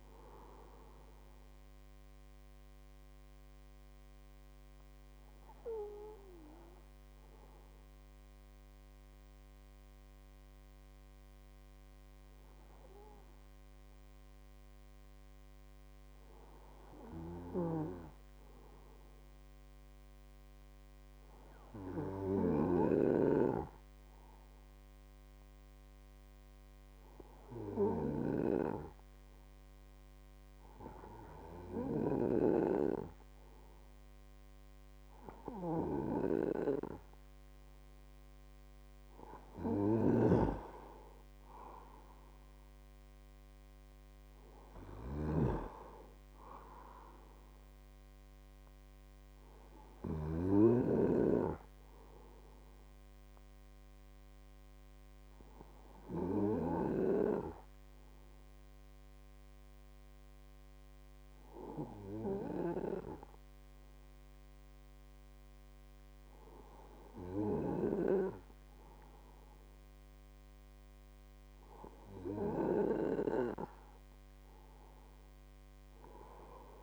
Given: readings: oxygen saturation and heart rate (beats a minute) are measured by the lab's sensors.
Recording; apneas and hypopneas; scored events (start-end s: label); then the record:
breathing in sleep by a microphone on the trachea; 2
0.00-9.00 s: oxygen desaturation (device-marked, oxygen 94% lowest, heart rate 49 extreme)
4.50-37.00 s: hypopnea (oxygen 97% before, 94% lowest, heart rate 59 before, 50 extreme, up 19 after)
40.00-43.50 s: arousal
40.00-45.50 s: snoring (device-marked)
51.50-66.00 s: hypopnea (oxygen 98% before, 96% lowest, heart rate 71 before, 50 extreme, up 21 after)
75.00-76.83 s: arousal
From the record:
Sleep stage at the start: N2 (light sleep); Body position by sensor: on the right side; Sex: male